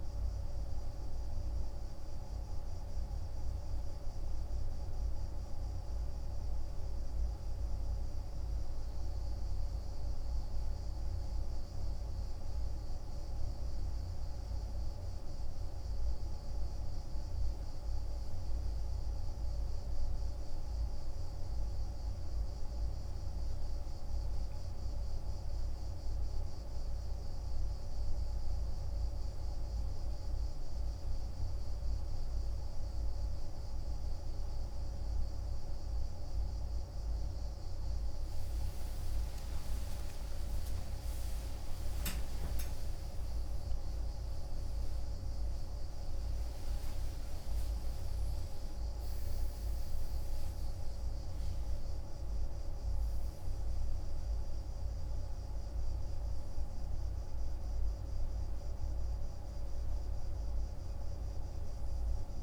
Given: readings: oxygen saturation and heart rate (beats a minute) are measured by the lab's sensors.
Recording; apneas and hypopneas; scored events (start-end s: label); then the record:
a person partly awake in a sleep study, hard to hear, by a room microphone; none
27.50-57.50 s: new sleep stage, awake
57.50-62.42 s: new sleep stage, N1 (lightest sleep)
From the record:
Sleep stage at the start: N2 (light sleep); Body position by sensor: on the right side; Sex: male